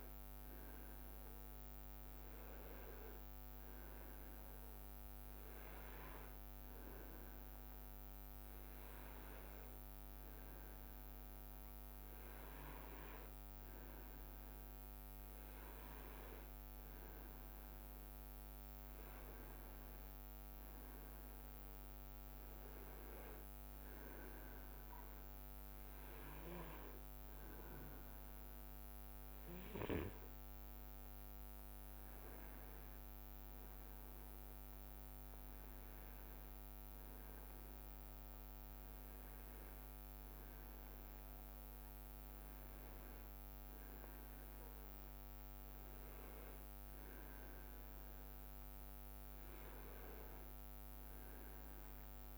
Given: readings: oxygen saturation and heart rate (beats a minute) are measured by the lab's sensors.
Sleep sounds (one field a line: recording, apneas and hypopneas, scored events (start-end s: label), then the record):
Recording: breathing in sleep, hard to hear, by a microphone on the trachea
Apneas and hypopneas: none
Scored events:
none scored
From the record:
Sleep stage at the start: N2 (light sleep)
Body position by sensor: on the right side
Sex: male